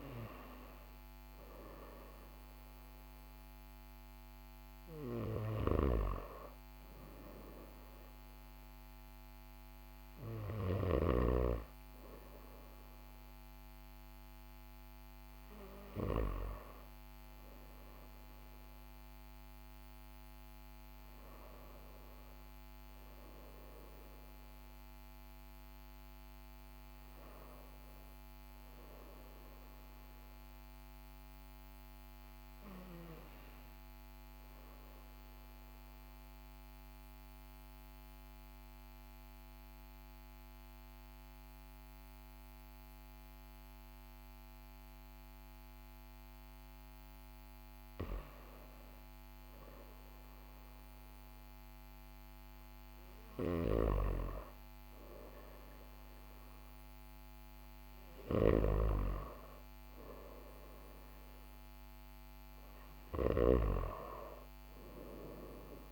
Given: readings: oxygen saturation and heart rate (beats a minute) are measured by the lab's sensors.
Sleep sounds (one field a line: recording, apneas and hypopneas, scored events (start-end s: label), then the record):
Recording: breathing in sleep by a microphone on the trachea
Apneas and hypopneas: 1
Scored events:
23.50-65.92 s: new sleep stage, N2 (light sleep)
24.00-29.00 s: arousal
35.50-47.50 s: obstructive apnea (oxygen 100% before, 96% lowest, heart rate 42 before, 40 extreme, up 1 after)
49.50-52.50 s: arousal
From the record:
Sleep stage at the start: N1 (lightest sleep)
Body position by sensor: on the back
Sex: male